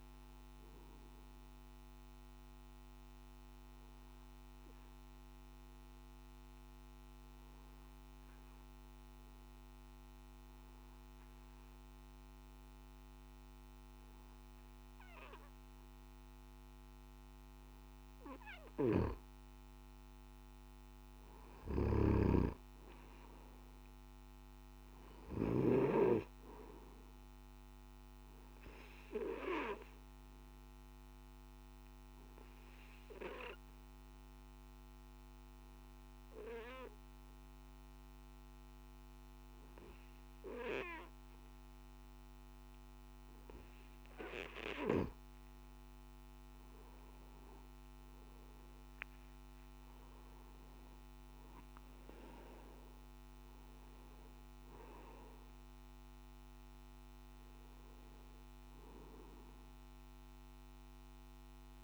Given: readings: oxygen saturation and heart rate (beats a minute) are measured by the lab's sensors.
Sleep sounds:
breathing in sleep by a microphone on the trachea; 2
0.50-18.00 s: obstructive apnea (oxygen 98% before, 93% lowest, heart rate 57 before, 54 extreme, up 5 after)
26.00-47.00 s: oxygen desaturation (device-marked, oxygen 98% before, 93% lowest, heart rate 56 before, 51 extreme)
32.00-44.00 s: obstructive apnea (oxygen 98% before, 93% lowest, heart rate 57 before, 51 extreme, up 5 after)
From the record:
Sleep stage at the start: N1 (lightest sleep); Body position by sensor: on the back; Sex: male

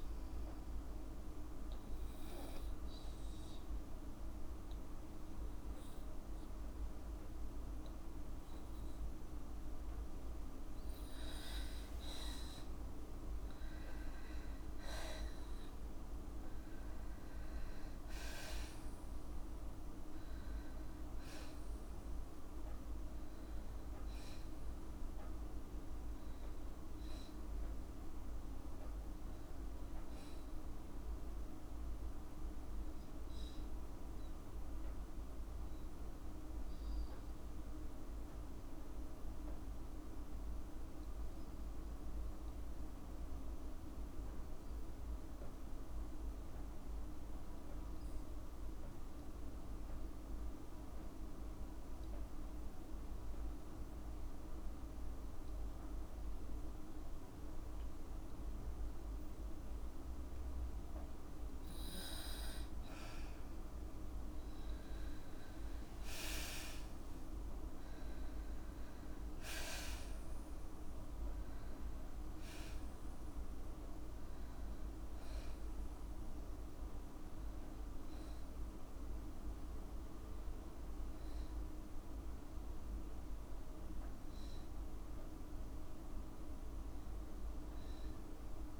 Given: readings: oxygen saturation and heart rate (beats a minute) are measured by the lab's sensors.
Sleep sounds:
breathing in sleep, hard to hear, by a room microphone; 2
2.50-15.00 s: hypopnea (oxygen 98% before, 93% lowest, heart rate 58 before, 55 extreme, up 6 after)
17.50-22.00 s: arousal
37.00-59.00 s: obstructive apnea (oxygen 96% before, 92% lowest, heart rate 61 before, 54 extreme, up 21 after)
63.00-66.00 s: arousal
65.00-67.00 s: long interval between heartbeats (device-marked, heart rate 57 before, 66 extreme)
From the record:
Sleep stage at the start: N2 (light sleep); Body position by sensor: on the back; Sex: female

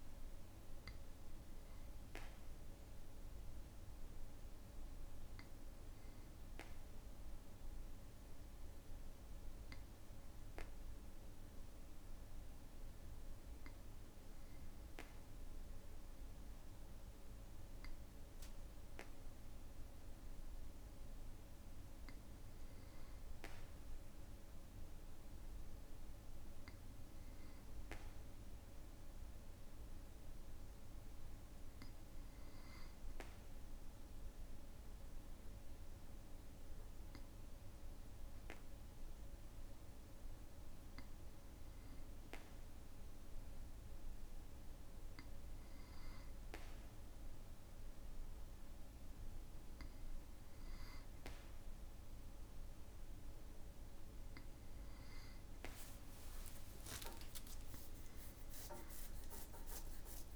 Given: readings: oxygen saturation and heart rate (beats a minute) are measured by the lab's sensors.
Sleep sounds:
breathing in sleep, hard to hear, by a room microphone; none
55.00-60.36 s: tachycardia (device-marked, heart rate 58 before, 183 extreme)
56.50-60.36 s: arousal
59.00-60.36 s: long interval between heartbeats (device-marked, heart rate 62 before, 144 extreme)
From the record:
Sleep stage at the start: N2 (light sleep); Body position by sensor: on the back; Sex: male

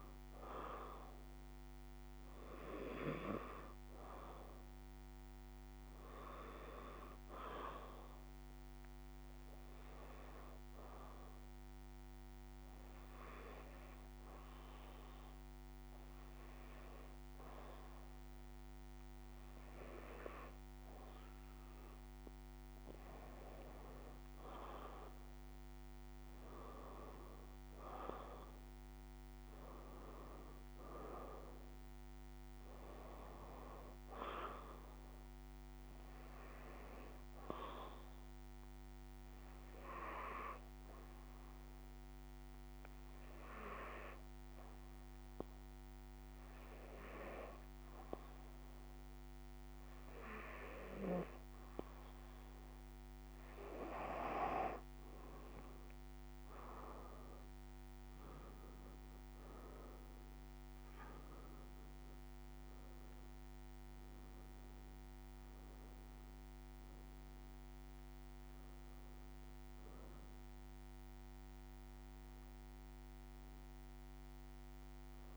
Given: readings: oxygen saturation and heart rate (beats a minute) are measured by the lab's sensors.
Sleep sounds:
breathing in sleep by a microphone on the trachea; 2
0.00-13.50 s: oxygen desaturation (device-marked, oxygen 87% lowest, heart rate 67 extreme)
10.00-23.00 s: hypopnea (oxygen 92% before, 86% lowest, heart rate 68 before, 65 extreme, up 2 after)
25.00-29.50 s: arousal
29.50-49.50 s: oxygen desaturation (device-marked, oxygen 92% before, 87% lowest, heart rate 68 before, 63 extreme)
36.50-50.00 s: hypopnea (oxygen 92% before, 86% lowest, heart rate 68 before, 63 extreme, up 4 after)
54.50-59.50 s: arousal
57.50-75.37 s: oxygen desaturation (device-marked, oxygen 92% before, 86% lowest, heart rate 67 before, 62 extreme)
From the record:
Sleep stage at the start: N2 (light sleep); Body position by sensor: on the right side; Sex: female

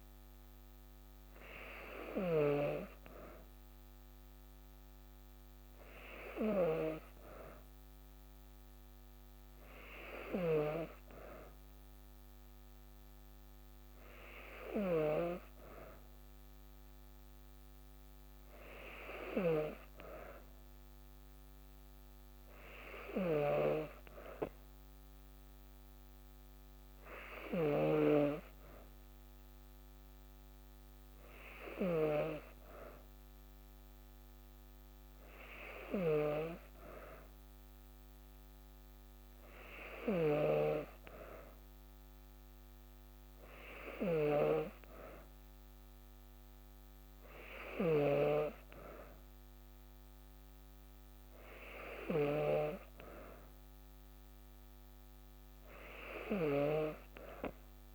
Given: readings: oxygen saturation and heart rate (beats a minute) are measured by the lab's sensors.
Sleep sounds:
breathing in sleep by a microphone on the trachea; none
none scored
From the record:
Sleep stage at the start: N2 (light sleep); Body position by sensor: on the back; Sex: female

